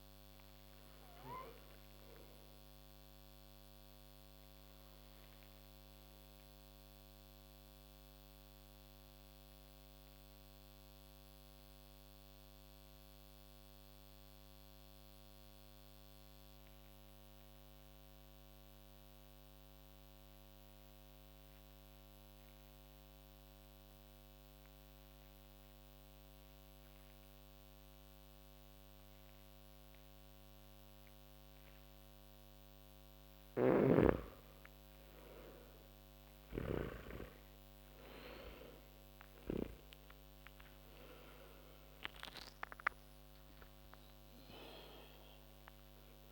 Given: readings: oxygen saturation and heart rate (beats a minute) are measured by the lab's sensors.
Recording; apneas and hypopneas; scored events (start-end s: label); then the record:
breathing in sleep by a microphone on the trachea; 1
0.00-20.00 s: oxygen desaturation (device-marked, oxygen 84% lowest)
3.00-32.50 s: obstructive apnea (oxygen 96% before, 79% lowest)
33.00-36.50 s: snoring (device-marked)
33.00-38.00 s: oxygen desaturation (device-marked, oxygen 98% before, 93% lowest)
37.00-41.00 s: arousal
40.00-46.32 s: oxygen desaturation (device-marked, oxygen 96% before, 79% lowest)
From the record:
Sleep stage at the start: N2 (light sleep); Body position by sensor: on the back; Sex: male